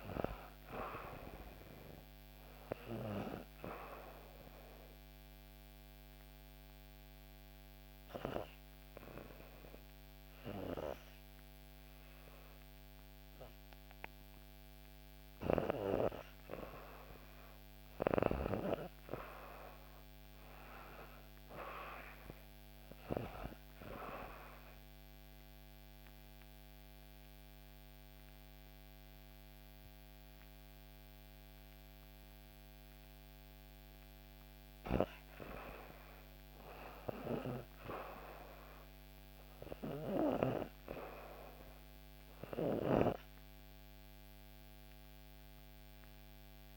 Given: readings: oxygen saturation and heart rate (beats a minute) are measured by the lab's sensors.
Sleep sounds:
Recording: breathing in sleep by a microphone on the trachea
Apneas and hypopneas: 2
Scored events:
0.00-9.00 s: oxygen desaturation (device-marked, oxygen 90% lowest, heart rate 61 extreme)
3.50-15.00 s: obstructive apnea (oxygen 96% before, 88% lowest, heart rate 63 before, 66 extreme, up 2 after)
17.00-20.50 s: arousal
23.50-34.00 s: obstructive apnea (oxygen 95% before, 88% lowest, heart rate 66 before, 67 extreme, up 1 after)
36.50-40.50 s: arousal
From the record:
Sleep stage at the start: REM sleep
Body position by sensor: on the back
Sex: female

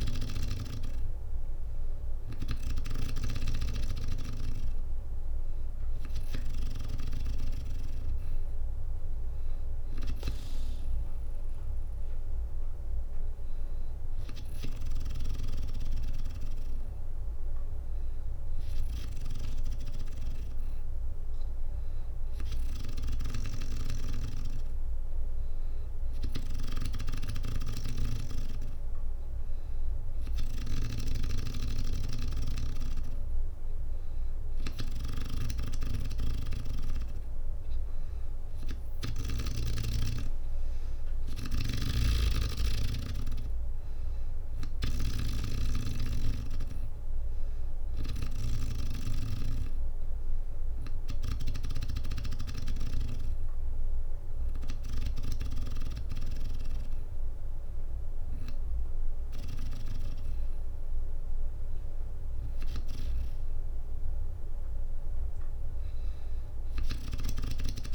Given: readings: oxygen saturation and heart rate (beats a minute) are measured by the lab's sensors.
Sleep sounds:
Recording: breathing in sleep by a room microphone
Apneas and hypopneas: none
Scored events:
0.00-2.50 s: snoring (device-marked)
0.00-6.50 s: oxygen desaturation (device-marked, oxygen 93% lowest, heart rate 60 extreme)
22.50-39.00 s: snoring (device-marked)
39.50-51.50 s: drop in pulse transit time (device-marked, heart rate 62 before, 64 extreme)
41.00-51.00 s: snoring (device-marked)
66.50-67.95 s: snoring (device-marked)
From the record:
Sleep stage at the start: N2 (light sleep)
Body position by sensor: on the back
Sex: female

